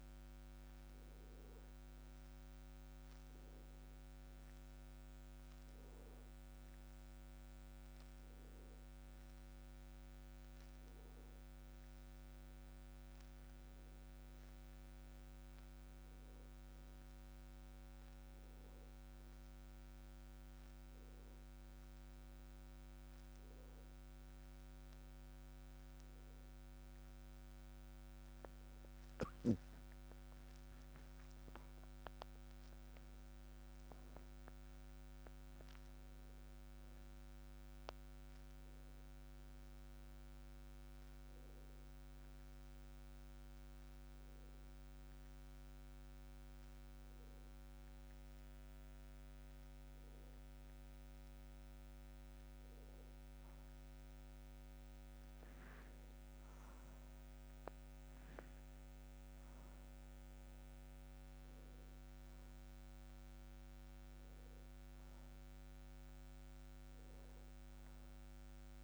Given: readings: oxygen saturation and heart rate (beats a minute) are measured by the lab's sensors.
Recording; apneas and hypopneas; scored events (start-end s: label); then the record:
a person awake in a sleep study, hard to hear, by a microphone on the trachea; none
0.00-22.50 s: oxygen desaturation (device-marked, oxygen 92% lowest)
24.50-68.84 s: new sleep stage, awake
From the record:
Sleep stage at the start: N1 (lightest sleep); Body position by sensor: on the back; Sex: male